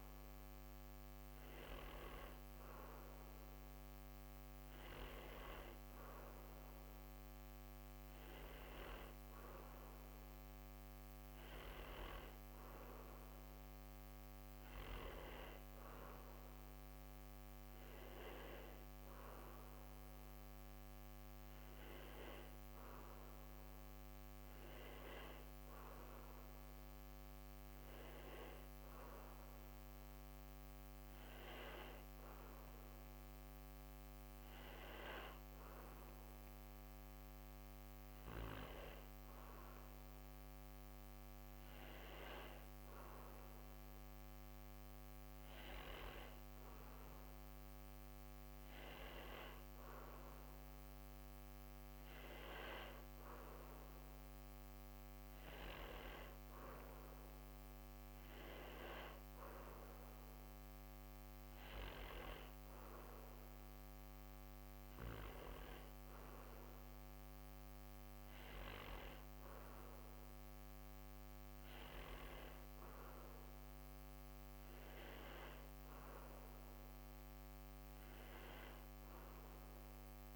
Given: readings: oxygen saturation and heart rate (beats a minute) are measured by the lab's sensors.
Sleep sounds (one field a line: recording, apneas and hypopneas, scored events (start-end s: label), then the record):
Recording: breathing in sleep by a microphone on the trachea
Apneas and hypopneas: none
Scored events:
16.50-80.36 s: new sleep stage, N1 (lightest sleep)
From the record:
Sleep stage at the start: N2 (light sleep)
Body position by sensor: on the back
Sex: male